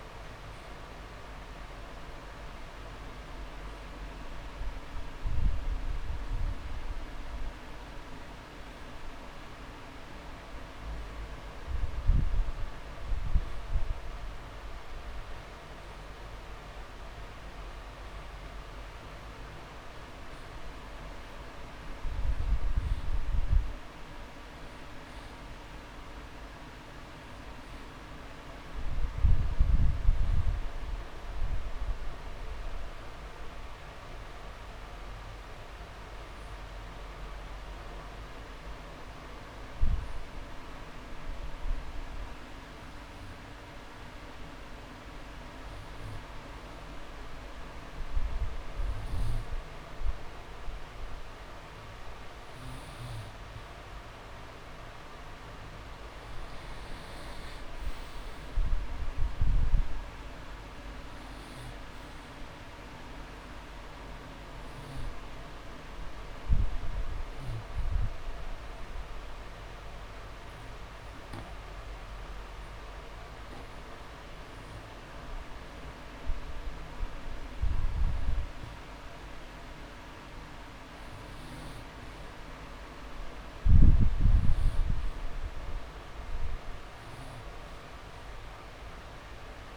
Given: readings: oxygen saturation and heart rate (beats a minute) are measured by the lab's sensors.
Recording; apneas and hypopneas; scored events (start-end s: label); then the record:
breathing in sleep, hard to hear, by a room microphone; 2
24.50-26.50 s: long interval between heartbeats (device-marked)
35.00-38.00 s: arousal
40.50-51.50 s: obstructive apnea (oxygen 98% before, 94% lowest)
55.50-58.50 s: arousal
65.00-75.50 s: obstructive apnea (oxygen 98% before, 94% lowest)
66.00-68.00 s: long interval between heartbeats (device-marked)
77.50-80.50 s: arousal
From the record:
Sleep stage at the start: N2 (light sleep); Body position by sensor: on the back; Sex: male